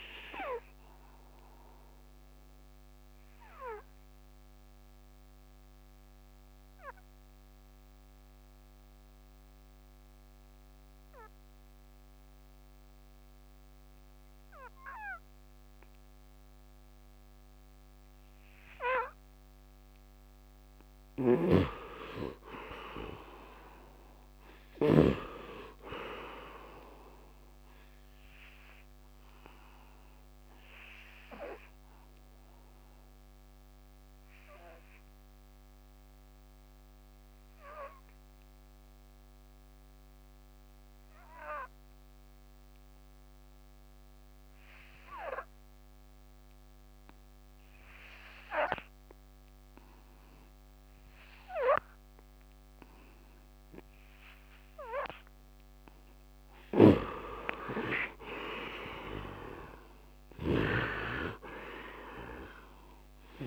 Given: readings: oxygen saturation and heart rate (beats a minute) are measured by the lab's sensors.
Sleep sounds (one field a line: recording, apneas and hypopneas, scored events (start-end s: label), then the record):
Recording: breathing in sleep by a microphone on the trachea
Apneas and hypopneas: 2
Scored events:
0.00-9.50 s: oxygen desaturation (device-marked, oxygen 84% lowest, heart rate 69 extreme)
1.00-22.00 s: obstructive apnea (oxygen 99% before, 78% lowest, heart rate 78 before, 69 extreme, up 8 after)
18.50-43.50 s: oxygen desaturation (device-marked, oxygen 99% before, 83% lowest, heart rate 74 before, 72 extreme)
21.00-25.00 s: snoring (device-marked)
23.50-26.00 s: arousal
28.00-54.50 s: obstructive apnea (oxygen 99% before, 76% lowest, heart rate 75 before, 71 extreme, up 34 after)
49.50-63.47 s: oxygen desaturation (device-marked, oxygen 99% before, 78% lowest, heart rate 75 before, 71 extreme)
56.00-63.47 s: snoring (device-marked)
56.50-60.50 s: arousal
From the record:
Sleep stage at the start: N2 (light sleep)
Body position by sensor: on the right side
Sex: male